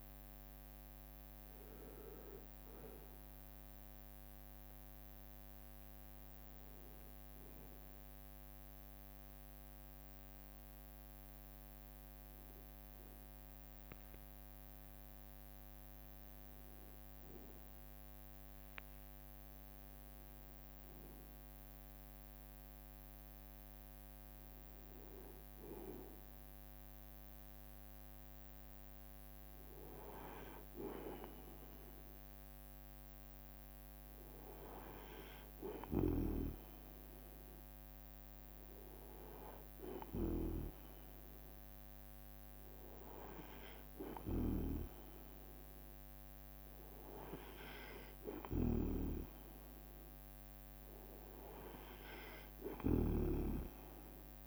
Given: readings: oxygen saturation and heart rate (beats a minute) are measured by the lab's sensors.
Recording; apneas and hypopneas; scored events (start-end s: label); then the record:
breathing in sleep by a microphone on the trachea; none
0.00-12.00 s: oxygen desaturation (device-marked, oxygen 88% lowest, heart rate 66 extreme)
19.00-20.50 s: leg movement (device-marked)
49.00-54.47 s: snoring (device-marked)
53.00-54.47 s: leg movement (device-marked)
From the record:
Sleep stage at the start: N2 (light sleep); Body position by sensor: on the right side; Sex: male